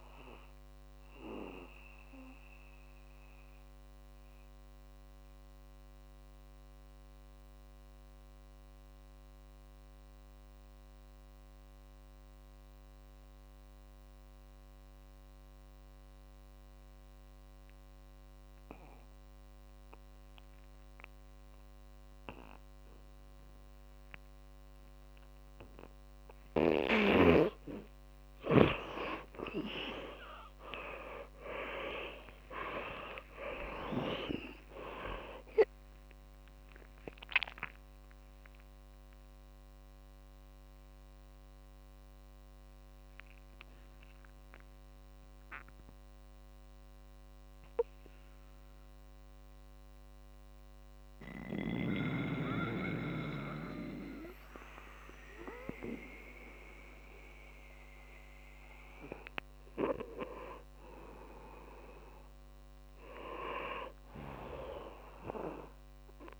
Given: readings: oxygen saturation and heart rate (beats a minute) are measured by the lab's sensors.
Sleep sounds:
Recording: breathing in sleep by a microphone on the trachea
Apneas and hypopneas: 2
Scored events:
0.00-21.50 s: oxygen desaturation (device-marked, oxygen 84% lowest, heart rate 55 extreme)
1.50-26.50 s: mixed apnea (oxygen 100% before, 83% lowest, heart rate 70 before, 55 extreme, up 22 after)
29.50-61.50 s: oxygen desaturation (device-marked, oxygen 100% before, 83% lowest, heart rate 58 before, 52 extreme)
32.00-37.00 s: arousal
33.50-39.50 s: tachycardia (device-marked, heart rate 68 before, 122 extreme)
39.50-57.50 s: obstructive apnea (oxygen 100% before, 83% lowest, heart rate 71 before, 58 extreme, up 0 after)
59.50-63.00 s: arousal
From the record:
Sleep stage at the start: N2 (light sleep)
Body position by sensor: on the back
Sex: male

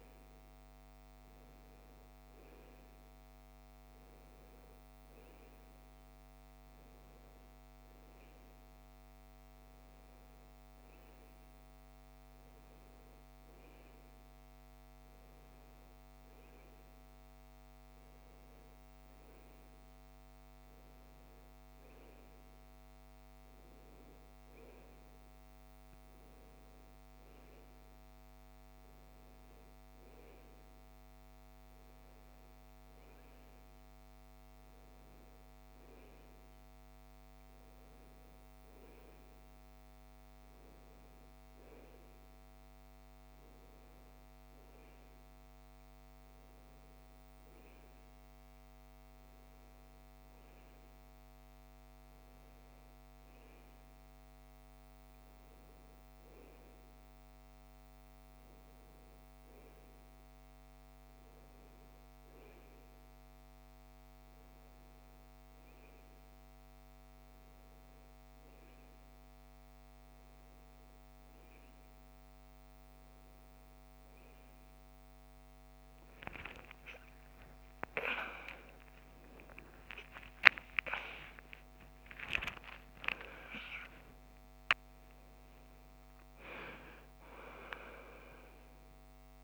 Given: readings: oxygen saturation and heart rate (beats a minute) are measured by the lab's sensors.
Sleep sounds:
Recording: breathing in sleep by a microphone on the trachea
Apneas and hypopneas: none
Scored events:
76.50-83.00 s: arousal
From the record:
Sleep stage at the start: N1 (lightest sleep)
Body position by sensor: on the right side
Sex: female

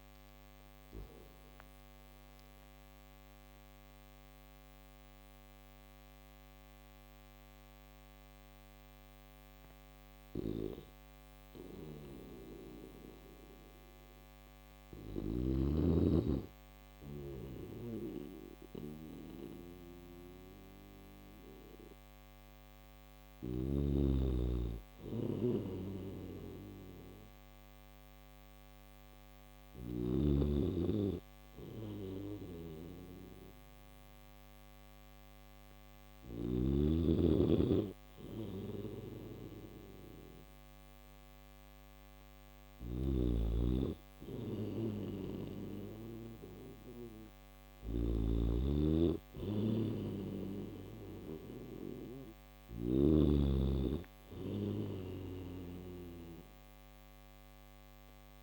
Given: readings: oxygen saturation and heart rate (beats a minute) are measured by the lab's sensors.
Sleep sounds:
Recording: breathing in sleep by a microphone on the trachea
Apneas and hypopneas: none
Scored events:
0.00-17.50 s: oxygen desaturation (device-marked, oxygen 91% lowest)
29.00-36.00 s: snoring (device-marked)
38.00-58.43 s: snoring (device-marked)
From the record:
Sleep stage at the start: N1 (lightest sleep)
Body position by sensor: on the back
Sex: male

